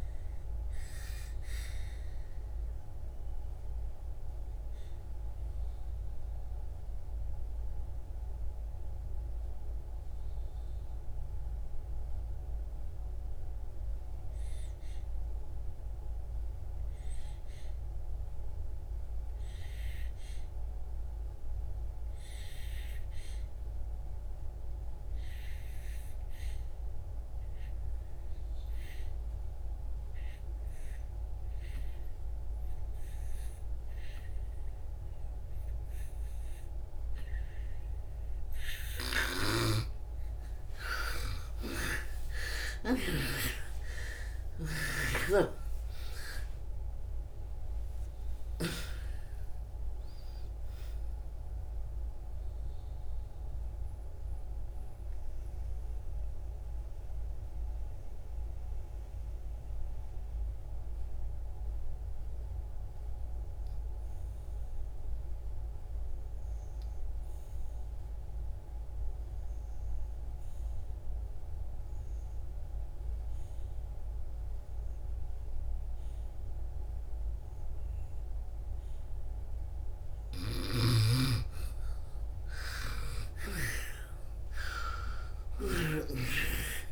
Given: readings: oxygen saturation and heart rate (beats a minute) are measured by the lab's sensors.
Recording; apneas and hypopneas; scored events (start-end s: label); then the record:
breathing in sleep by a room microphone; 2
0.00-21.50 s: oxygen desaturation (device-marked, oxygen 74% lowest)
2.50-37.00 s: mixed apnea (oxygen 99% before, 74% lowest)
26.50-69.50 s: oxygen desaturation (device-marked, oxygen 98% before, 76% lowest)
39.00-46.00 s: arousal
51.50-79.50 s: mixed apnea (oxygen 98% before, 76% lowest)
74.50-86.92 s: oxygen desaturation (device-marked, oxygen 99% before, 77% lowest)
80.00-85.50 s: snoring (device-marked)
83.00-86.92 s: arousal
From the record:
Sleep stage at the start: N2 (light sleep); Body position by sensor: on the back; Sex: female